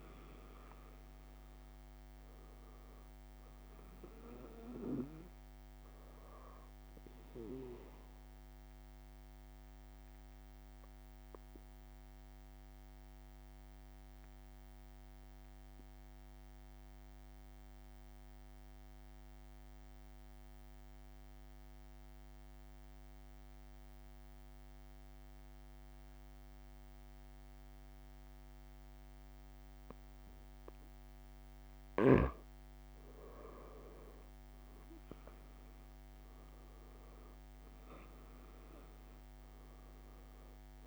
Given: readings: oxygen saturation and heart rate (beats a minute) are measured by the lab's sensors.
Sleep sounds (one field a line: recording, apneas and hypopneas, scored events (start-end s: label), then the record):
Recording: breathing in sleep by a microphone on the trachea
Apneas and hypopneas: 1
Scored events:
0.00-13.50 s: oxygen desaturation (device-marked, oxygen 93% lowest)
8.50-30.50 s: obstructive apnea (oxygen 97% before, 92% lowest)
24.50-26.50 s: long interval between heartbeats (device-marked)
33.00-37.00 s: arousal
From the record:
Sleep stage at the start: N2 (light sleep)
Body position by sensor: on the back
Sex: male